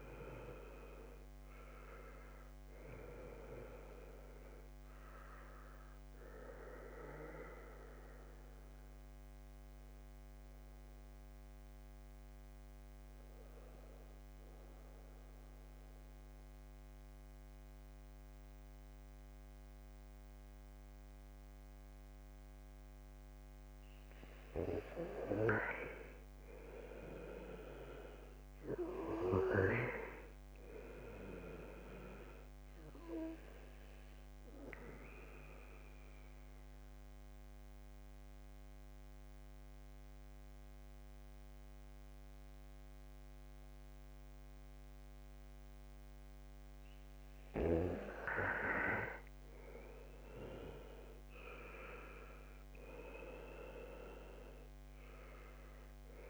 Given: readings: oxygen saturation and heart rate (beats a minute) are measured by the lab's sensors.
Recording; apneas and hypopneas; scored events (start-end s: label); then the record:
breathing in sleep by a microphone on the trachea; 2
3.00-20.00 s: oxygen desaturation (device-marked, oxygen 96% before, 90% lowest, heart rate 72 before, 68 extreme)
6.50-24.00 s: obstructive apnea (oxygen 97% before, 89% lowest, heart rate 73 before, 68 extreme, up 2 after)
25.00-29.00 s: arousal
34.00-45.00 s: oxygen desaturation (device-marked, oxygen 96% before, 89% lowest, heart rate 75 before, 65 extreme)
34.00-47.00 s: central apnea (oxygen 97% before, 89% lowest, heart rate 75 before, 65 extreme, up 8 after)
49.00-53.00 s: arousal
From the record:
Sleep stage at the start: N2 (light sleep); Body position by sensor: on the back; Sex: male